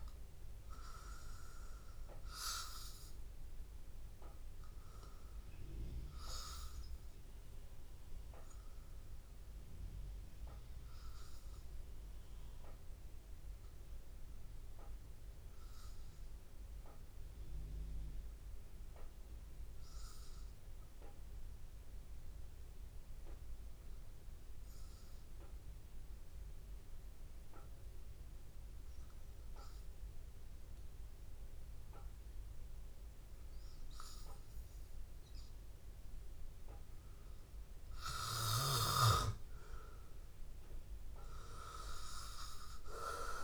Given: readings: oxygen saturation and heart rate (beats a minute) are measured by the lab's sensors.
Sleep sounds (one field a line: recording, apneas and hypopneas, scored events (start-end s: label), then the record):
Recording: breathing in sleep by a room microphone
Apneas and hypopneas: 1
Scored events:
0.00-14.00 s: oxygen desaturation (device-marked, oxygen 91% lowest, heart rate 81 extreme)
9.50-34.50 s: obstructive apnea (oxygen 96% before, 93% lowest, heart rate 83 before, 82 extreme, up 1 after)
32.00-43.44 s: oxygen desaturation (device-marked, oxygen 98% before, 93% lowest, heart rate 82 before, 81 extreme)
From the record:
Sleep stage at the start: N2 (light sleep)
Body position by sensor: on the back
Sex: male